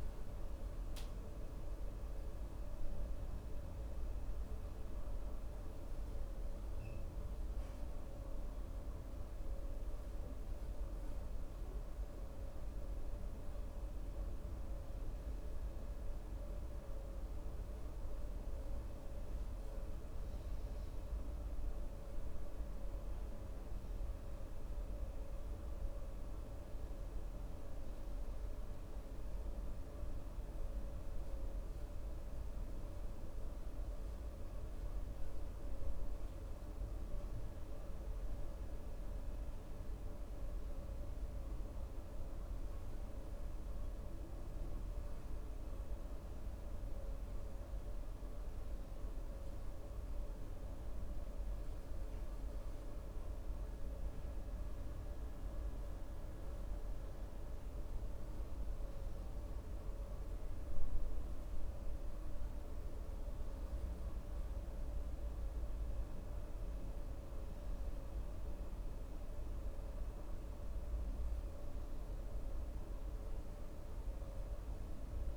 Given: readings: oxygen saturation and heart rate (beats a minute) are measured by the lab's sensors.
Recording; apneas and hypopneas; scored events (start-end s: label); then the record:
breathing in sleep, hard to hear, by a room microphone; none
none scored
From the record:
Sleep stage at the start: N2 (light sleep); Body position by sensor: on the right side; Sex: male